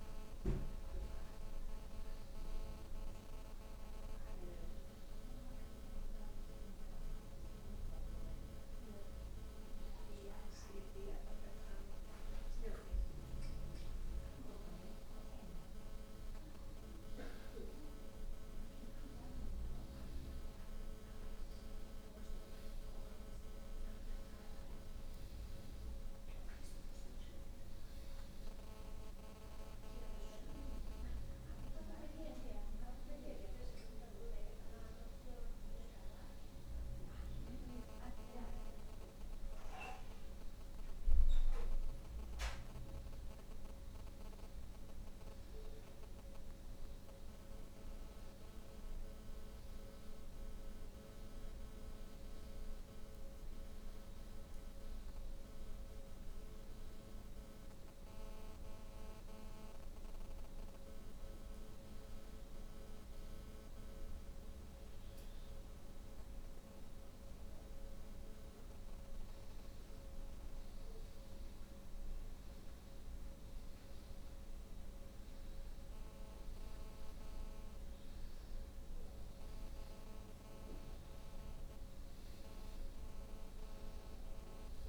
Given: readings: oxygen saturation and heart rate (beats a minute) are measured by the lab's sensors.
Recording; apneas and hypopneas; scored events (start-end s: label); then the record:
breathing in sleep, hard to hear, by a room microphone; none
none scored
From the record:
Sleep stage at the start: N2 (light sleep); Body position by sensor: on the back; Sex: female